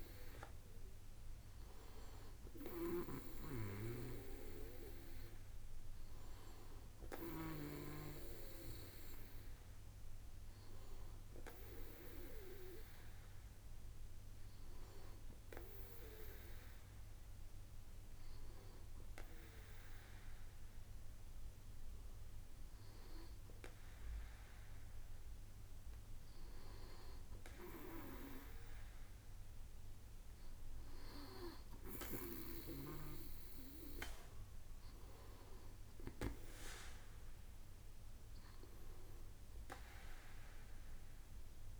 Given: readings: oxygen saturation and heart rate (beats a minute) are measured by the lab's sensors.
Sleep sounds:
breathing in sleep by a room microphone; none
none scored
From the record:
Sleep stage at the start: N2 (light sleep); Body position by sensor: on the right side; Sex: male

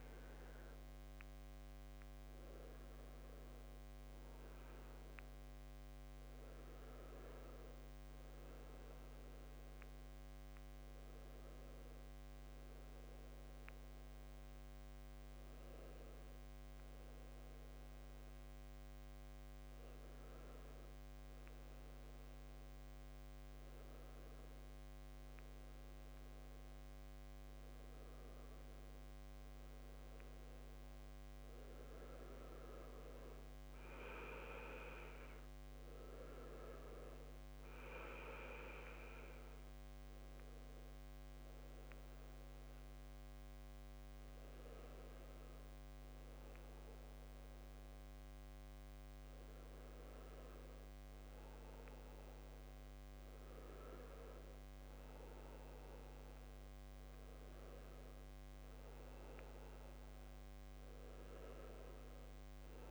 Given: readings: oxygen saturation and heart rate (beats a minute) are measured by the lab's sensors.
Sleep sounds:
breathing in sleep by a microphone on the trachea; none
28.50-49.50 s: oxygen desaturation (device-marked, oxygen 94% before, 91% lowest, heart rate 77 before, 75 extreme)
From the record:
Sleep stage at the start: N1 (lightest sleep); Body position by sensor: on the back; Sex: male

